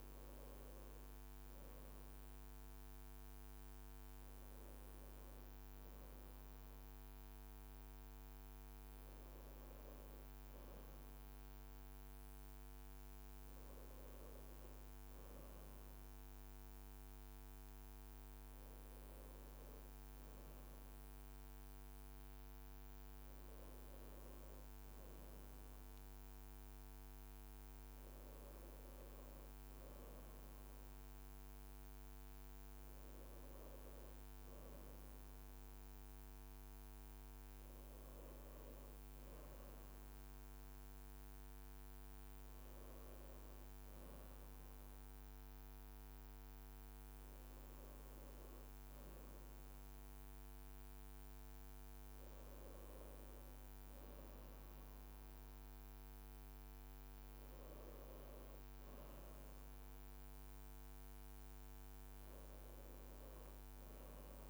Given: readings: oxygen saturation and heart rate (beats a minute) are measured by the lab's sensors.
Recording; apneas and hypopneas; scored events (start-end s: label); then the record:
breathing in sleep, hard to hear, by a microphone on the trachea; none
0.00-1.00 s: leg movement (device-marked)
10.00-20.00 s: leg movement (device-marked)
20.50-28.00 s: leg movement (device-marked)
30.00-40.00 s: leg movement (device-marked)
49.50-51.50 s: leg movement (device-marked)
From the record:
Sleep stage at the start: N2 (light sleep); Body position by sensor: on the right side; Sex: male